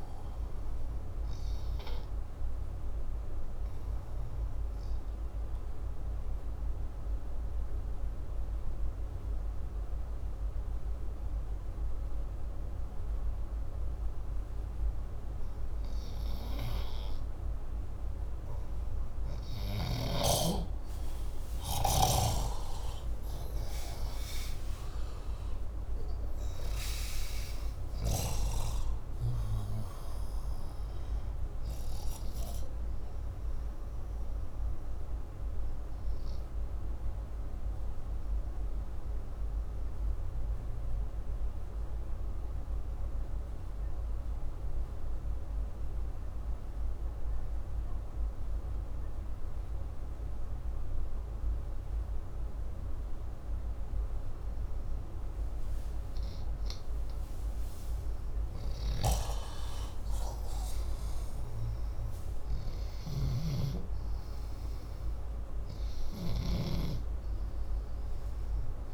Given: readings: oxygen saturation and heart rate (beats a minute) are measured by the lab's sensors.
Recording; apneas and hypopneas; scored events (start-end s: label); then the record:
breathing in sleep by a room microphone; 2
4.50-18.00 s: obstructive apnea (oxygen 96% before, 89% lowest, heart rate 65 before, 61 extreme, up 6 after)
20.50-24.50 s: arousal
37.00-56.50 s: obstructive apnea (oxygen 94% before, 89% lowest, heart rate 67 before, 61 extreme, up 6 after)
45.50-56.50 s: oxygen desaturation (device-marked, oxygen 94% before, 89% lowest, heart rate 66 before, 61 extreme)
58.50-62.50 s: arousal
62.50-66.50 s: snoring (device-marked)
66.50-68.94 s: oxygen desaturation (device-marked, oxygen 98% before, 91% lowest, heart rate 65 before, 60 extreme)
From the record:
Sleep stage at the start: N2 (light sleep); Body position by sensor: upright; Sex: male